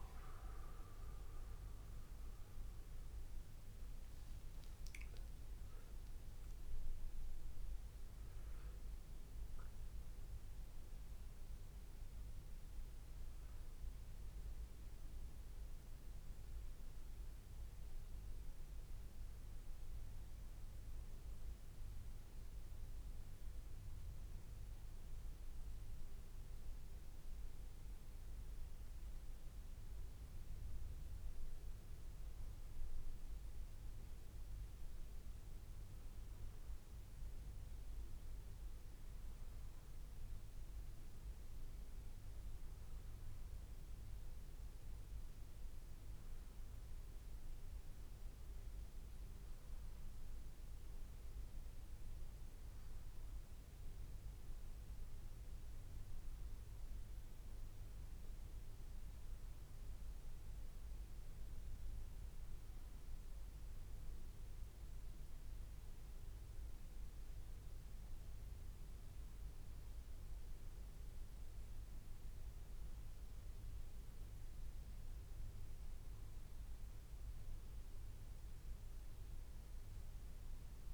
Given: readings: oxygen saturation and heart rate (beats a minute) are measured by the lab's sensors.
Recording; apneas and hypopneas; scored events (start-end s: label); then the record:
breathing in sleep, hard to hear, by a room microphone; none
0.00-4.00 s: arousal
From the record:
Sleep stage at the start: N2 (light sleep); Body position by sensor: on the back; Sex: male